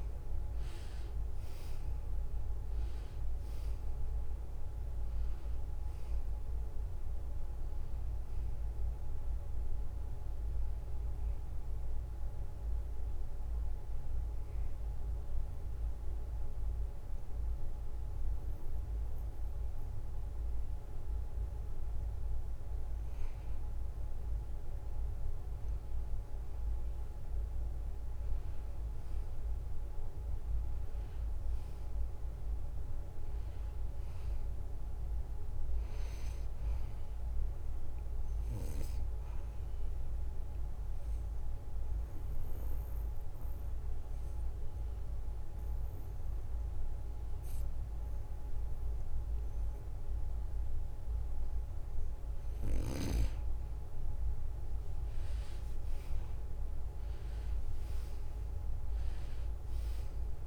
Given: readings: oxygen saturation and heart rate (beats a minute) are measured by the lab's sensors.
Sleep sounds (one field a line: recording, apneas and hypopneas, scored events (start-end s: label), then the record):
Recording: breathing in sleep, hard to hear, by a room microphone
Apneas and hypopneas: 2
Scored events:
0.00-22.50 s: oxygen desaturation (device-marked, oxygen 85% lowest, heart rate 69 extreme)
12.50-23.50 s: obstructive apnea (oxygen 95% before, 86% lowest, heart rate 72 before, 69 extreme, up 1 after)
26.50-31.00 s: arousal
35.50-47.50 s: oxygen desaturation (device-marked, oxygen 96% before, 91% lowest, heart rate 71 before, 69 extreme)
40.00-52.00 s: obstructive apnea (oxygen 96% before, 88% lowest, heart rate 71 before, 69 extreme, up 2 after)
55.50-59.50 s: arousal
58.50-60.47 s: oxygen desaturation (device-marked, oxygen 94% before, 88% lowest, heart rate 71 before, 69 extreme)
From the record:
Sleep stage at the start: N2 (light sleep)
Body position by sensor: on the back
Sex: male